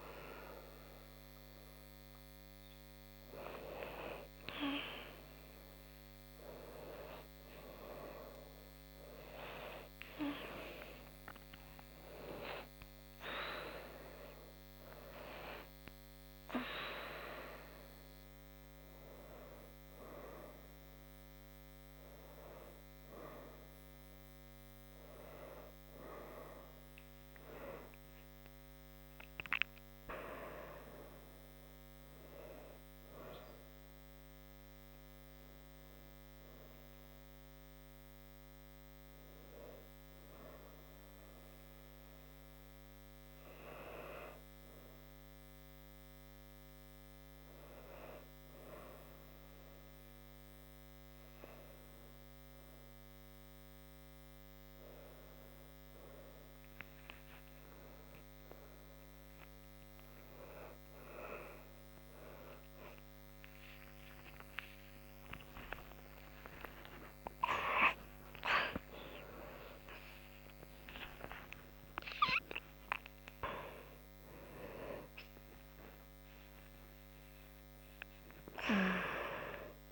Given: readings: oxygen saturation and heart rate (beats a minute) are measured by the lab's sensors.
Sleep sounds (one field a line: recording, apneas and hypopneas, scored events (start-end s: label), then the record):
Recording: a person awake in a sleep study, by a microphone on the trachea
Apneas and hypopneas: none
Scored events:
3.50-25.50 s: oxygen desaturation (device-marked, oxygen 93% before, 88% lowest, heart rate 79 before, 71 extreme)
From the record:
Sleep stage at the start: awake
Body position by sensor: on the back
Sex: female